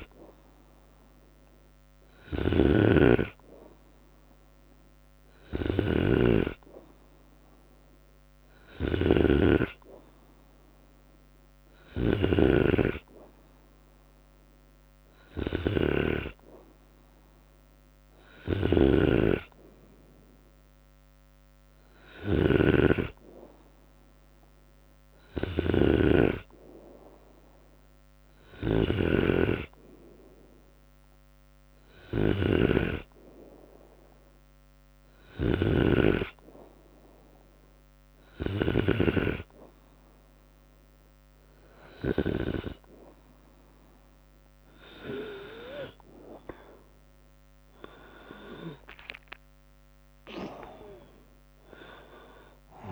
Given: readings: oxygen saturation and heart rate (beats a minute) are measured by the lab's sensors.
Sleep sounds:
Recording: breathing in sleep by a microphone on the trachea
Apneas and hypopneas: none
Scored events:
1.50-38.00 s: snoring (device-marked)
18.00-29.00 s: drop in pulse transit time (device-marked, heart rate 77 before, 70 extreme)
44.00-52.92 s: drop in pulse transit time (device-marked, heart rate 77 before, 75 extreme)
48.50-52.00 s: arousal
From the record:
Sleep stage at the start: N2 (light sleep)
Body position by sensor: on the right side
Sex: male

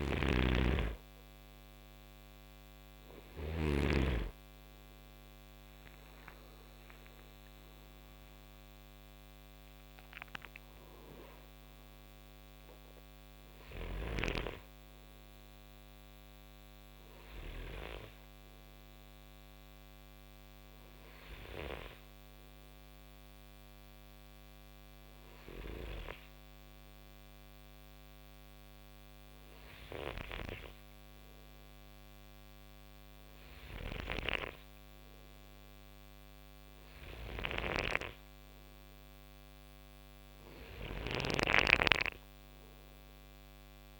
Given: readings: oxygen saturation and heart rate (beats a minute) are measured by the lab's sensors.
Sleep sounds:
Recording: breathing in sleep by a microphone on the trachea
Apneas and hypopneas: none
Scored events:
0.00-3.50 s: snoring (device-marked)
29.50-44.00 s: snoring (device-marked)
From the record:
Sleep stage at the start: N2 (light sleep)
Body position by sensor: on the right side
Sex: male

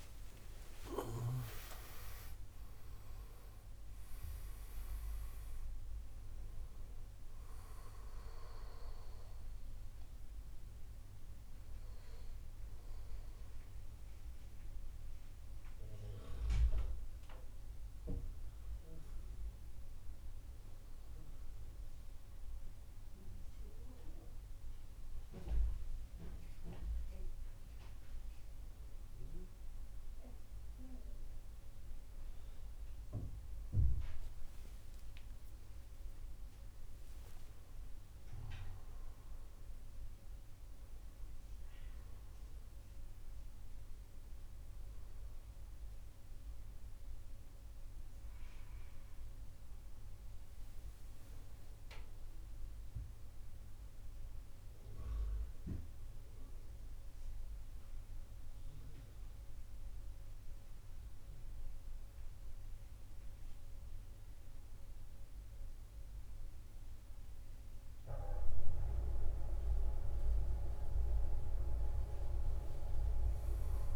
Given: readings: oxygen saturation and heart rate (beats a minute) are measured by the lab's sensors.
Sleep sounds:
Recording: breathing in sleep by a room microphone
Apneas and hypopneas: 2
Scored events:
0.00-2.50 s: arousal
0.00-22.00 s: oxygen desaturation (device-marked, oxygen 90% lowest, heart rate 57 extreme)
9.00-26.50 s: hypopnea (oxygen 97% before, 90% lowest, heart rate 80 before, 57 extreme, up 12 after)
34.50-39.00 s: arousal
54.00-69.00 s: central apnea (oxygen 99% before, 93% lowest, heart rate 69 before, 59 extreme, up 12 after)
64.00-73.96 s: oxygen desaturation (device-marked, oxygen 98% before, 93% lowest, heart rate 67 before, 63 extreme)
From the record:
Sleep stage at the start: N2 (light sleep)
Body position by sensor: on the right side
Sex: male

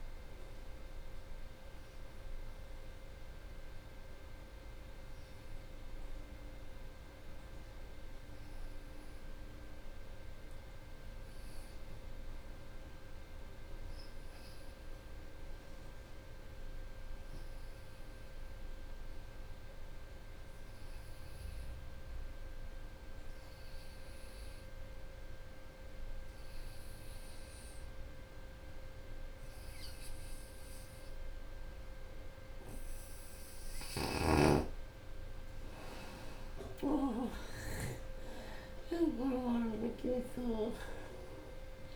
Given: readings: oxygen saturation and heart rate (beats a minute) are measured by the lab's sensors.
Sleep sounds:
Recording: breathing in sleep by a room microphone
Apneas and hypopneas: 1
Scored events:
0.00-4.00 s: drop in pulse transit time (device-marked, heart rate 69 extreme)
0.00-12.00 s: oxygen desaturation (device-marked, oxygen 83% lowest, heart rate 69 extreme)
16.00-33.50 s: obstructive apnea (oxygen 94% before, 82% lowest, heart rate 77 before, 65 extreme, up 3 after)
21.00-41.96 s: new sleep stage, N2 (light sleep)
24.00-41.96 s: oxygen desaturation (device-marked, oxygen 94% before, 82% lowest, heart rate 78 before, 65 extreme)
35.00-40.00 s: arousal
35.00-41.96 s: drop in pulse transit time (device-marked, heart rate 81 before, 65 extreme)
35.50-37.50 s: long interval between heartbeats (device-marked, heart rate 81 before, 81 extreme)
From the record:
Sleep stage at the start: N1 (lightest sleep)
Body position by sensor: on the right side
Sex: female

